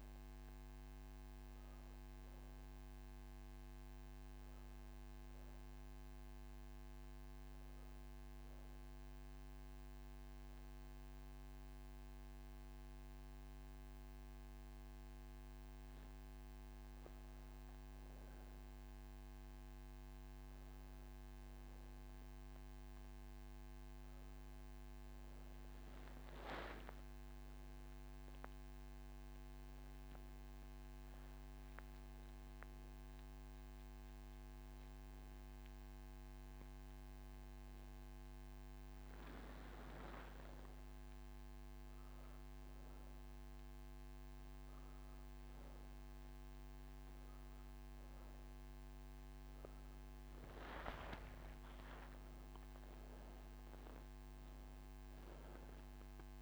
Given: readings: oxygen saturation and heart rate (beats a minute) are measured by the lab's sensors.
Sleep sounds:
breathing in sleep, hard to hear, by a microphone on the trachea; none
none scored
From the record:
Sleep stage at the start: N1 (lightest sleep); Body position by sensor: on the back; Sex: female

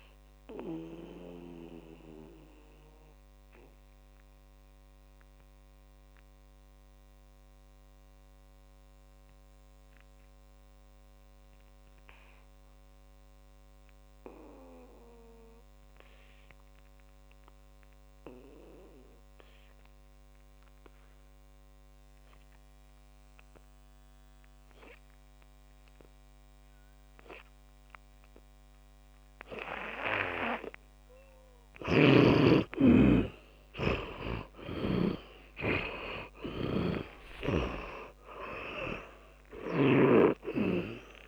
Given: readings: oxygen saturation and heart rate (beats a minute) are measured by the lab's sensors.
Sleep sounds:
breathing in sleep by a microphone on the trachea; 1
0.00-19.00 s: oxygen desaturation (device-marked, oxygen 85% lowest, heart rate 50 extreme)
0.50-32.50 s: mixed apnea (oxygen 100% before, 82% lowest, heart rate 61 before, 50 extreme, up 25 after)
25.00-38.00 s: oxygen desaturation (device-marked, oxygen 100% before, 92% lowest, heart rate 60 before, 50 extreme)
34.50-39.50 s: arousal
37.00-40.50 s: snoring (device-marked)
From the record:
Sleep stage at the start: N2 (light sleep); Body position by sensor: on the back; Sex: male

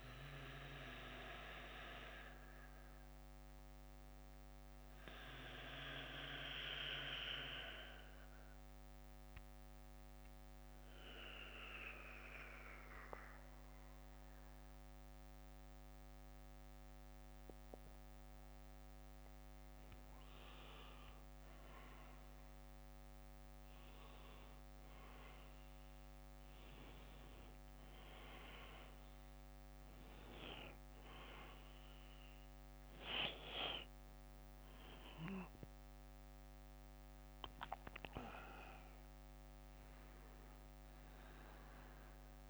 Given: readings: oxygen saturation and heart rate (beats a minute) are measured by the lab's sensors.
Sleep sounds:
breathing in sleep by a microphone on the trachea; 1
0.00-19.50 s: bradycardia (device-marked, heart rate 47 extreme)
5.00-21.50 s: obstructive apnea (oxygen 98% before, 92% lowest, heart rate 66 before, 47 extreme, up 19 after)
24.00-28.50 s: arousal
29.50-42.50 s: oxygen desaturation (device-marked, oxygen 98% before, 93% lowest, heart rate 57 before, 53 extreme)
From the record:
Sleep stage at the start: N1 (lightest sleep); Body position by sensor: on the back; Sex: male

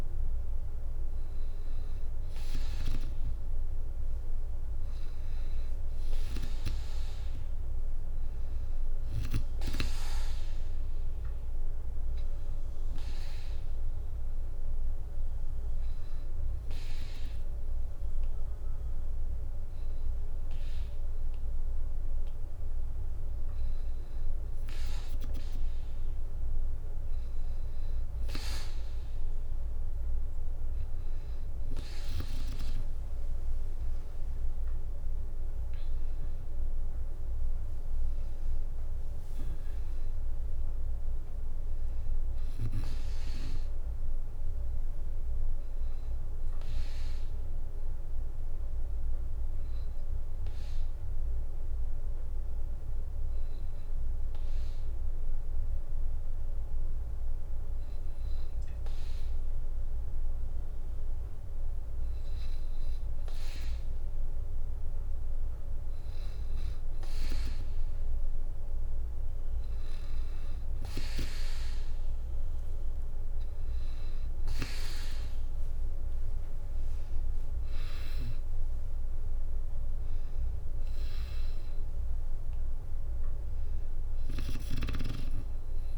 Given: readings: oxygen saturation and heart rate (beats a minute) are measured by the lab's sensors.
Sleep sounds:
breathing in sleep by a room microphone; 2
4.50-7.50 s: arousal
5.00-18.00 s: drop in pulse transit time (device-marked, heart rate 63 before, 63 extreme)
12.50-23.00 s: hypopnea (oxygen 97% before, 92% lowest, heart rate 64 before, 62 extreme, up 2 after)
32.50-36.00 s: arousal
35.00-49.00 s: drop in pulse transit time (device-marked, heart rate 63 before, 61 extreme)
38.00-46.00 s: oxygen desaturation (device-marked, oxygen 96% before, 92% lowest, heart rate 64 before, 59 extreme)
47.50-59.50 s: hypopnea (oxygen 96% before, 93% lowest, heart rate 67 before, 60 extreme, up 4 after)
60.50-64.00 s: arousal
67.00-85.98 s: oxygen desaturation (device-marked, oxygen 97% before, 93% lowest, heart rate 61 before, 61 extreme)
78.00-85.98 s: drop in pulse transit time (device-marked, heart rate 62 before, 61 extreme)
From the record:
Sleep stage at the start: N2 (light sleep); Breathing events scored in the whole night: 197 in 5.3 hours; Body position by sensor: on the back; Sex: female

